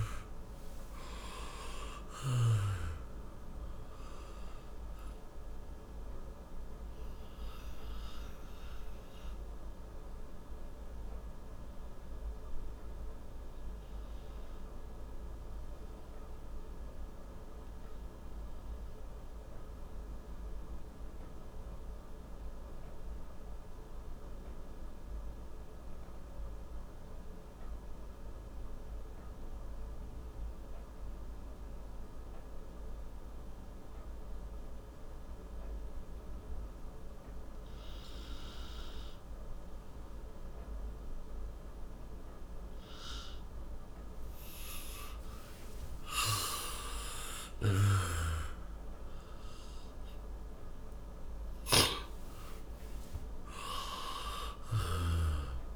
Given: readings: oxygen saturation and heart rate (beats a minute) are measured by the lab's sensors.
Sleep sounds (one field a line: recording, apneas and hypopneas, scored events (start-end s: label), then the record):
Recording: breathing in sleep by a room microphone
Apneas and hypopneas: 1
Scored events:
0.00-1.00 s: arousal
0.00-26.00 s: oxygen desaturation (device-marked, oxygen 86% lowest, heart rate 55 extreme)
7.50-44.00 s: obstructive apnea (oxygen 97% before, 86% lowest, heart rate 74 before, 55 extreme, up 20 after)
45.50-49.50 s: arousal
51.00-55.00 s: snoring (device-marked)
From the record:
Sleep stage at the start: N2 (light sleep)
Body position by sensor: on the back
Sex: male